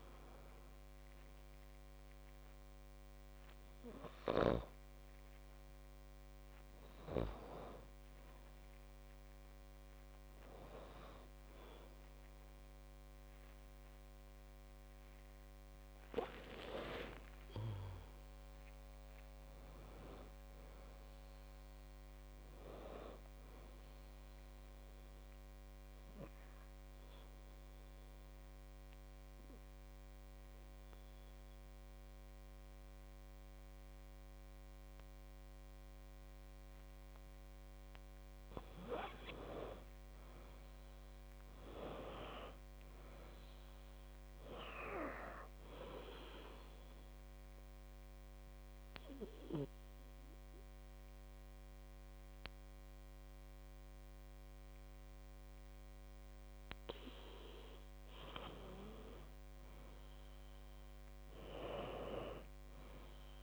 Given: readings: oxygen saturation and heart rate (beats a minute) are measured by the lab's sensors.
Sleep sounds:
breathing in sleep by a microphone on the trachea; 2
18.50-22.50 s: arousal
27.00-38.50 s: obstructive apnea (oxygen 98% before, 93% lowest, heart rate 63 before, 52 extreme, up 7 after)
40.00-43.50 s: arousal
48.00-58.00 s: obstructive apnea (oxygen 97% before, 90% lowest, heart rate 55 before, 52 extreme, up 5 after)
48.50-63.42 s: oxygen desaturation (device-marked, oxygen 97% before, 93% lowest, heart rate 56 before, 52 extreme)
60.00-63.42 s: arousal
From the record:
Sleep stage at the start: N2 (light sleep); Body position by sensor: on the back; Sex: female

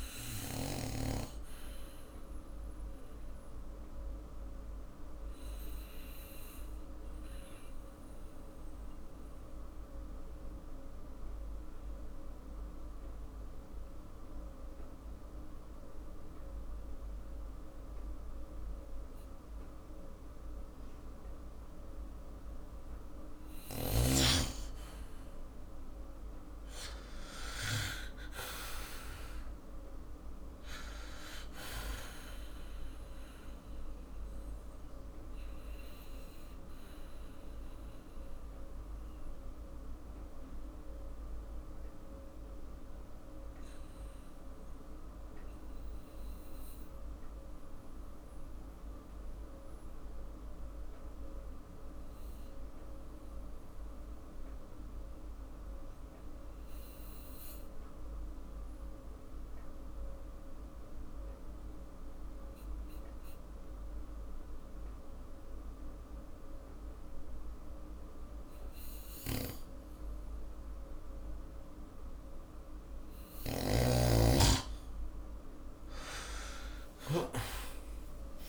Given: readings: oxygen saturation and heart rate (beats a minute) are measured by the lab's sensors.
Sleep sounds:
breathing in sleep by a room microphone; 2
2.50-22.50 s: obstructive apnea (oxygen 98% before, 91% lowest, heart rate 57 before, 49 extreme, up 7 after)
13.50-29.50 s: oxygen desaturation (device-marked, oxygen 97% before, 91% lowest, heart rate 56 before, 51 extreme)
25.50-29.00 s: arousal
34.50-71.50 s: obstructive apnea (oxygen 98% before, 91% lowest, heart rate 55 before, 48 extreme, up 10 after)
53.50-69.50 s: oxygen desaturation (device-marked, oxygen 97% before, 93% lowest, heart rate 54 before, 48 extreme)
69.00-77.00 s: snoring (device-marked)
From the record:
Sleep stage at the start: N2 (light sleep); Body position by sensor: on the back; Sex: male

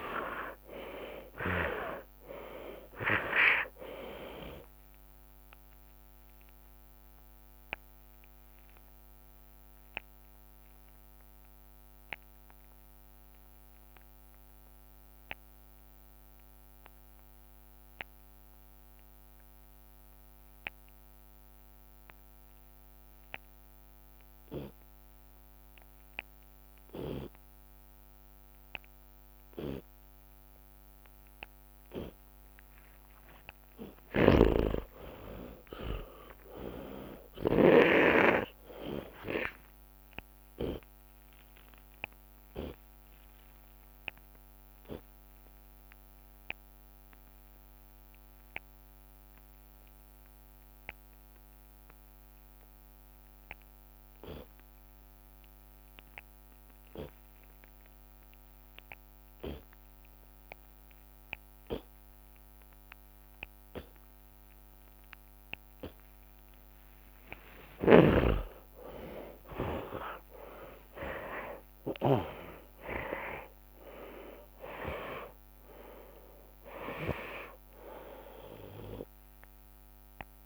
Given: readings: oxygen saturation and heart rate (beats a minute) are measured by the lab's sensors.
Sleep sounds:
breathing in sleep by a microphone on the trachea; 2
0.00-2.00 s: snoring (device-marked)
3.00 s: drop in pulse transit time (device-marked)
6.00-30.50 s: obstructive apnea (oxygen 97% before, 79% lowest)
15.00-32.00 s: oxygen desaturation (device-marked, oxygen 97% before, 79% lowest)
30.00-37.00 s: tachycardia (device-marked, heart rate 68 before, 194 extreme)
33.50-38.50 s: arousal
34.00-38.00 s: snoring (device-marked)
36.00-38.00 s: long interval between heartbeats (device-marked, heart rate 51 before, 129 extreme)
38.00-40.00 s: long interval between heartbeats (device-marked, heart rate 62 before, 134 extreme)
40.00-42.00 s: long interval between heartbeats (device-marked, heart rate 69 before, 98 extreme)
42.00-44.00 s: long interval between heartbeats (device-marked, heart rate 72 before, 76 extreme)
43.50-67.00 s: obstructive apnea (oxygen 97% before, 81% lowest)
53.00-55.00 s: long interval between heartbeats (device-marked)
54.00-67.00 s: oxygen desaturation (device-marked, oxygen 97% before, 90% lowest)
62.50-64.50 s: long interval between heartbeats (device-marked, heart rate 33 before, 25 extreme)
67.50-72.50 s: snoring (device-marked)
68.00-70.00 s: long interval between heartbeats (device-marked)
68.00-72.00 s: arousal
71.00-80.46 s: drop in pulse transit time (device-marked)
72.00-74.00 s: long interval between heartbeats (device-marked, heart rate 33 before, 88 extreme)
From the record:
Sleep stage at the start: N2 (light sleep); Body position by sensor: on the left side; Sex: male

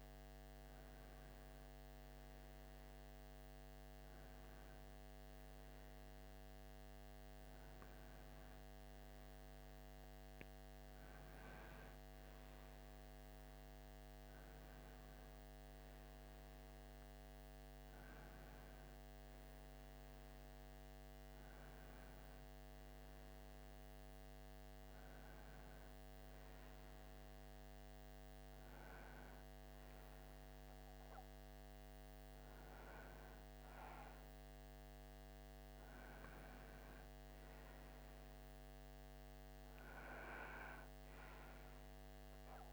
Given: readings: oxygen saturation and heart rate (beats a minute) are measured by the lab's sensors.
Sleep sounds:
breathing in sleep, hard to hear, by a microphone on the trachea; none
0.00-17.00 s: oxygen desaturation (device-marked, oxygen 89% lowest)
16.50-21.00 s: arousal
From the record:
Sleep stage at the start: N2 (light sleep); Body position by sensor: on the front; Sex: male

